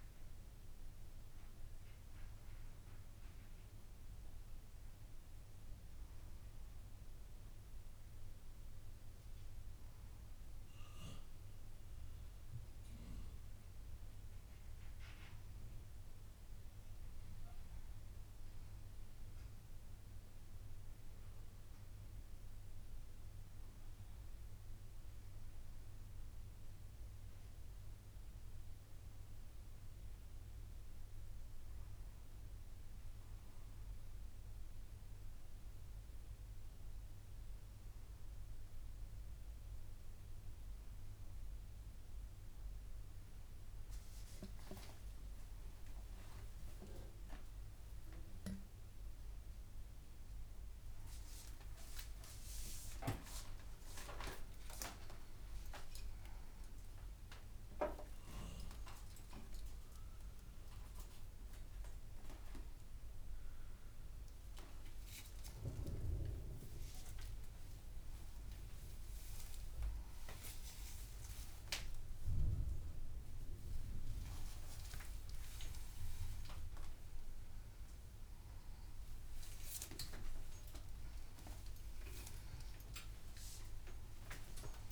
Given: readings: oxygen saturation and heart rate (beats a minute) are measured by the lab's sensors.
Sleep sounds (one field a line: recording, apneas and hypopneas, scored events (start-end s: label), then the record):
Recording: a person awake in a sleep study, by a room microphone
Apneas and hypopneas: none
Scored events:
47.50-49.50 s: long interval between heartbeats (device-marked, heart rate 97 before, 105 extreme)
52.50-54.50 s: long interval between heartbeats (device-marked, heart rate 98 before, 96 extreme)
56.50-58.50 s: long interval between heartbeats (device-marked, heart rate 99 before, 107 extreme)
64.50-66.50 s: long interval between heartbeats (device-marked, heart rate 108 before, 121 extreme)
From the record:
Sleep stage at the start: awake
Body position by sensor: upright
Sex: female